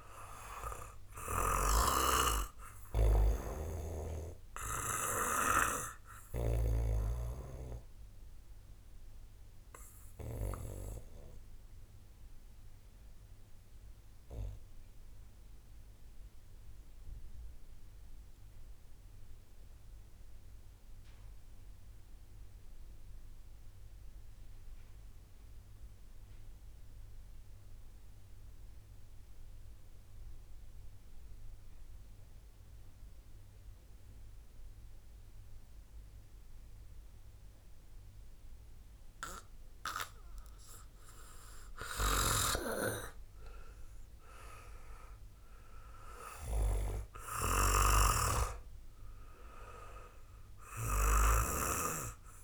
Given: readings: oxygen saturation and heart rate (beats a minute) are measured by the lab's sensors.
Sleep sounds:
breathing in sleep by a room microphone; 1
0.00-6.50 s: snoring (device-marked)
0.00-21.50 s: oxygen desaturation (device-marked, oxygen 90% lowest)
9.00-43.00 s: obstructive apnea (oxygen 98% before, 90% lowest)
36.50-52.44 s: oxygen desaturation (device-marked, oxygen 97% before, 90% lowest)
45.00-48.50 s: arousal
From the record:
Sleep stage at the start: N2 (light sleep); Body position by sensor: on the back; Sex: male

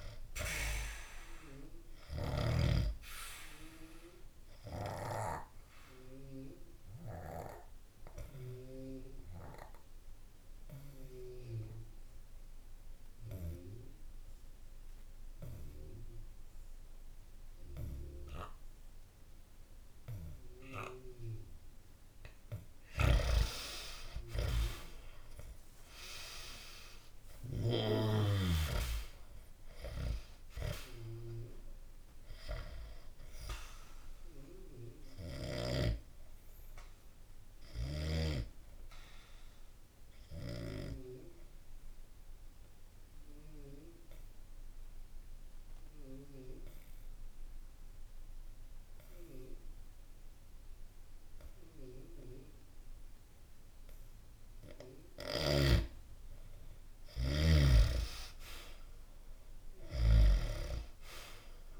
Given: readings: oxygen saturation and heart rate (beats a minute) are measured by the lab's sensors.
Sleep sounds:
breathing in sleep by a room microphone; 2
0.50-21.50 s: obstructive apnea (oxygen 98% before, 88% lowest, heart rate 67 before, 62 extreme, up 3 after)
2.50-15.50 s: oxygen desaturation (device-marked, oxygen 98% before, 93% lowest, heart rate 66 before, 62 extreme)
22.50-27.50 s: snoring (device-marked)
23.50-29.00 s: arousal
24.50-55.50 s: oxygen desaturation (device-marked, oxygen 95% before, 88% lowest, heart rate 65 before, 64 extreme)
35.00-54.50 s: obstructive apnea (oxygen 95% before, 88% lowest, heart rate 65 before, 64 extreme, up 0 after)
55.00-60.00 s: snoring (device-marked)
56.50-61.00 s: arousal
From the record:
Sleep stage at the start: N2 (light sleep); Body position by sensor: on the back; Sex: male

